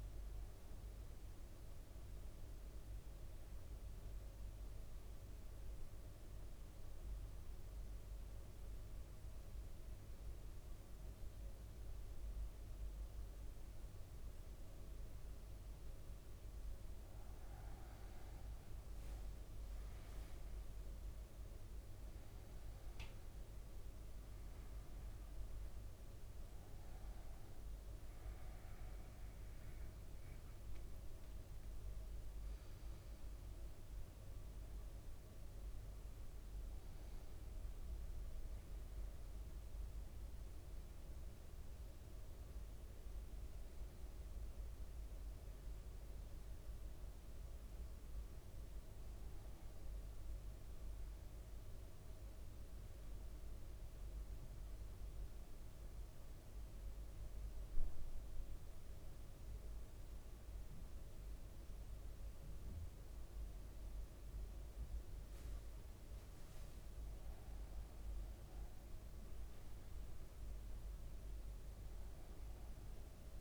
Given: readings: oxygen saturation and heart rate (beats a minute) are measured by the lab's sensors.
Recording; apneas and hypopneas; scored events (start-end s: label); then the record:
breathing in sleep, hard to hear, by a room microphone; 2
0.00-3.00 s: oxygen desaturation (device-marked, oxygen 95% lowest, heart rate 55 extreme)
0.00-18.00 s: bradycardia (device-marked, heart rate 53 extreme)
1.50-15.50 s: central apnea (oxygen 98% before, 94% lowest, heart rate 57 before, 55 extreme, up 6 after)
17.50-22.50 s: arousal
18.00-20.50 s: leg movement (device-marked)
25.00-47.00 s: oxygen desaturation (device-marked, oxygen 98% before, 94% lowest, heart rate 57 before, 53 extreme)
26.00-34.00 s: drop in pulse transit time (device-marked, heart rate 57 before, 60 extreme)
37.00-73.41 s: bradycardia (device-marked, heart rate 58 before, 53 extreme)
47.00-49.50 s: arousal
51.00-62.00 s: central apnea (oxygen 99% before, 96% lowest, heart rate 59 before, 53 extreme, up 6 after)
64.50-66.50 s: leg movement (device-marked)
From the record:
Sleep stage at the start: N1 (lightest sleep); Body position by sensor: on the back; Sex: male